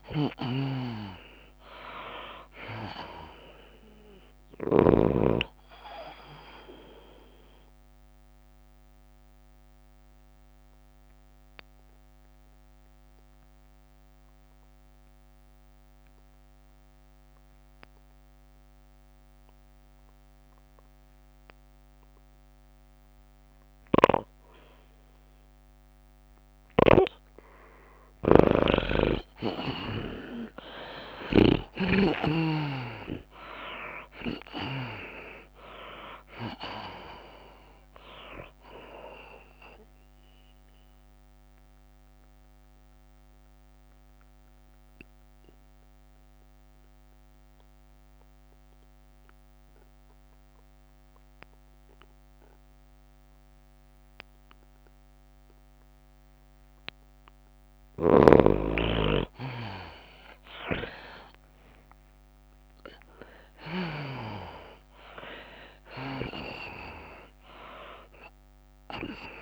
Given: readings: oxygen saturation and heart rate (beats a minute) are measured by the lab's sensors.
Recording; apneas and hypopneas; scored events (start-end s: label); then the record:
breathing in sleep by a microphone on the trachea; 2
0.00-1.00 s: long interval between heartbeats (device-marked, heart rate 140 extreme)
0.00-8.00 s: tachycardia (device-marked, heart rate 142 extreme)
0.00-19.00 s: oxygen desaturation (device-marked, oxygen 84% lowest)
1.00-3.00 s: long interval between heartbeats (device-marked, heart rate 110 before, 125 extreme)
3.00-5.00 s: long interval between heartbeats (device-marked, heart rate 113 before, 139 extreme)
8.00-14.00 s: bradycardia (device-marked)
8.00-26.00 s: obstructive apnea (oxygen 96% before, 80% lowest)
14.00-32.00 s: tachycardia (device-marked, heart rate 105 before, 138 extreme)
15.00-17.00 s: long interval between heartbeats (device-marked, heart rate 109 before, 47 extreme)
18.00-20.00 s: long interval between heartbeats (device-marked, heart rate 104 before, 137 extreme)
20.50-22.50 s: long interval between heartbeats (device-marked, heart rate 105 before, 123 extreme)
24.00-26.00 s: long interval between heartbeats (device-marked, heart rate 103 before, 114 extreme)
25.00-55.00 s: oxygen desaturation (device-marked, oxygen 96% before, 80% lowest)
27.50-29.50 s: long interval between heartbeats (device-marked, heart rate 99 before, 127 extreme)
29.00-32.50 s: snoring (device-marked)
30.00-32.00 s: long interval between heartbeats (device-marked, heart rate 98 before, 126 extreme)
31.00-35.00 s: arousal
32.00-34.00 s: long interval between heartbeats (device-marked, heart rate 103 before, 116 extreme)
34.00-36.00 s: long interval between heartbeats (device-marked, heart rate 113 before, 89 extreme)
36.50-38.50 s: long interval between heartbeats (device-marked, heart rate 119 before, 96 extreme)
39.00-41.00 s: long interval between heartbeats (device-marked, heart rate 117 before, 81 extreme)
40.50-57.50 s: obstructive apnea (oxygen 96% before, 80% lowest)
43.00-54.00 s: drop in pulse transit time (device-marked)
44.00-50.00 s: bradycardia (device-marked)
50.00-62.00 s: tachycardia (device-marked, heart rate 104 before, 149 extreme)
51.50-53.50 s: long interval between heartbeats (device-marked, heart rate 79 before, 42 extreme)
53.50-55.50 s: long interval between heartbeats (device-marked, heart rate 70 before, 129 extreme)
57.00-59.00 s: long interval between heartbeats (device-marked, heart rate 75 before, 147 extreme)
59.00-61.00 s: long interval between heartbeats (device-marked, heart rate 82 before, 136 extreme)
61.00-69.41 s: oxygen desaturation (device-marked, oxygen 98% before, 84% lowest, heart rate 88 before, 88 extreme)
61.50-63.50 s: long interval between heartbeats (device-marked, heart rate 88 before, 132 extreme)
62.00-65.00 s: arousal
63.50-65.50 s: long interval between heartbeats (device-marked, heart rate 93 before, 120 extreme)
66.00-69.41 s: drop in pulse transit time (device-marked, heart rate 98 before, 88 extreme)
68.00-69.41 s: tachycardia (device-marked, heart rate 104 before, 109 extreme)
From the record:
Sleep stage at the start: N2 (light sleep); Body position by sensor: on the back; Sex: female